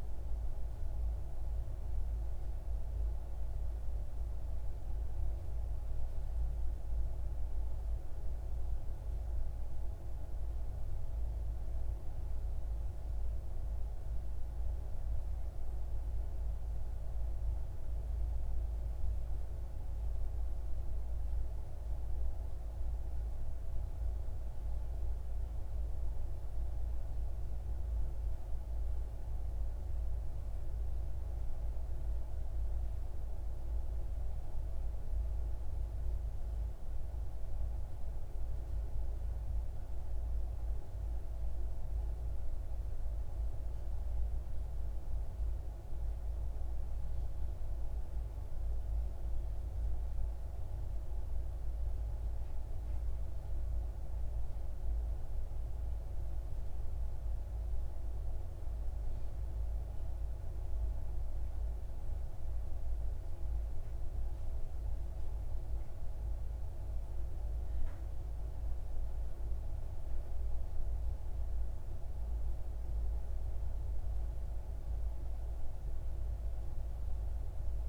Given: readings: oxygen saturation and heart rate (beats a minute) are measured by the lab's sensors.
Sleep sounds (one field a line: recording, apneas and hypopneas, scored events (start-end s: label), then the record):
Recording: breathing in sleep, hard to hear, by a room microphone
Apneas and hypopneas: none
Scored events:
none scored
From the record:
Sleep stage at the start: N3 (deep sleep)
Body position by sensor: on the left side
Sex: male